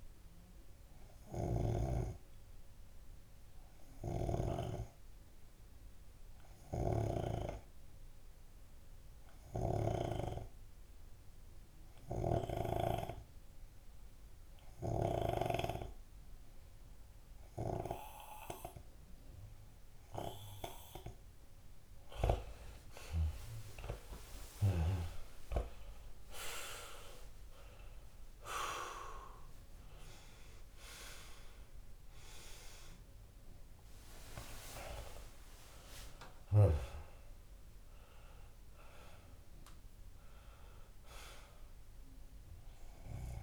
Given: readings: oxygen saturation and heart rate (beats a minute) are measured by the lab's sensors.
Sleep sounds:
breathing in sleep by a room microphone; 1
4.00-21.00 s: obstructive apnea (oxygen 99% before, 93% lowest)
23.50-27.50 s: arousal
From the record:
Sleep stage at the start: N2 (light sleep); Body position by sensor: on the left side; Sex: male

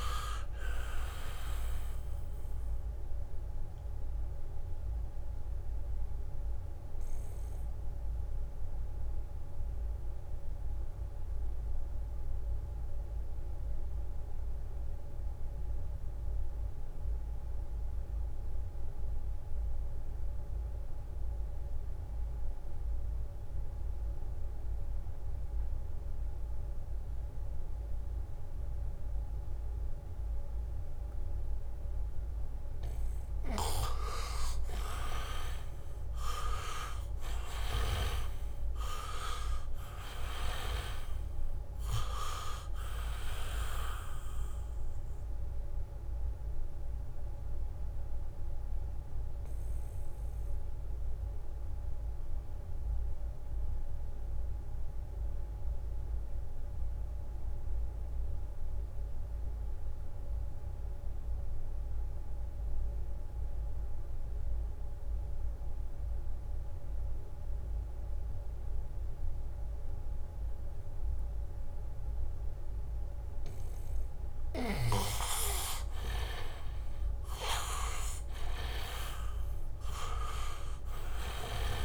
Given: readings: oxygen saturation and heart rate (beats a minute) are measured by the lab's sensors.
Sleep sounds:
breathing in sleep by a room microphone; 2
0.00-22.00 s: oxygen desaturation (device-marked, oxygen 78% lowest, heart rate 66 extreme)
6.00-33.00 s: mixed apnea (oxygen 99% before, 78% lowest, heart rate 70 before, 66 extreme, up 1 after)
24.00-63.00 s: oxygen desaturation (device-marked, oxygen 99% before, 78% lowest, heart rate 75 before, 66 extreme)
30.00-32.50 s: leg movement (device-marked)
35.50-39.00 s: arousal
47.00-74.50 s: mixed apnea (oxygen 99% before, 76% lowest, heart rate 70 before, 66 extreme, up 0 after)
65.00-81.85 s: oxygen desaturation (device-marked, oxygen 99% before, 78% lowest, heart rate 73 before, 64 extreme)
69.00-72.50 s: leg movement (device-marked)
76.50-80.50 s: arousal
From the record:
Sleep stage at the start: N2 (light sleep); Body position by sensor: on the back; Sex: male

